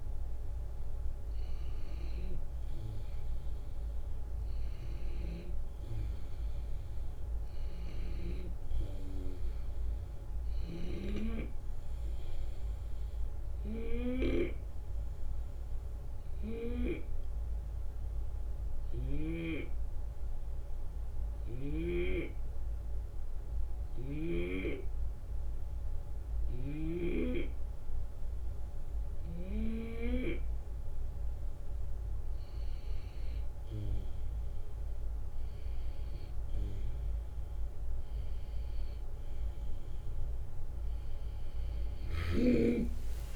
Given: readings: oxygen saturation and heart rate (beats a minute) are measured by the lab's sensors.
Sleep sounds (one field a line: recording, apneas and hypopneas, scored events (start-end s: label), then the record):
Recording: breathing in sleep by a room microphone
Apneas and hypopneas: 1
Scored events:
1.50-6.50 s: arousal
13.50-29.00 s: hypopnea (oxygen 94% before, 89% lowest, heart rate 78 before, 71 extreme, up 8 after)
33.00-43.36 s: drop in pulse transit time (device-marked, heart rate 74 before, 77 extreme)
43.00-43.36 s: new sleep stage, awake
From the record:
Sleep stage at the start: N2 (light sleep)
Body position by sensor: on the left side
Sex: male